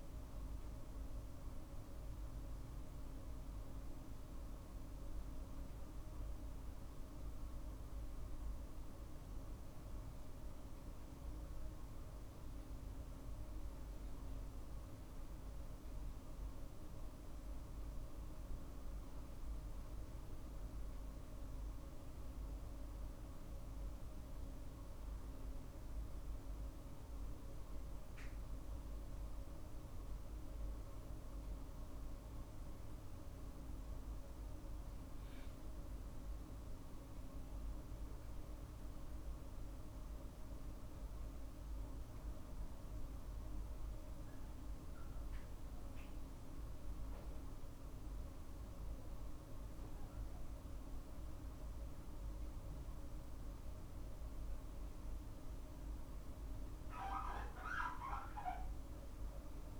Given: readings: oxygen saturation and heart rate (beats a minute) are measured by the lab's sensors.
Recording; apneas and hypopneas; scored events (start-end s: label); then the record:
a person awake in a sleep study, hard to hear, by a room microphone; none
0.00-7.50 s: drop in pulse transit time (device-marked, heart rate 51 extreme)
From the record:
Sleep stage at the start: awake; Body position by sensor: on the right side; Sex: male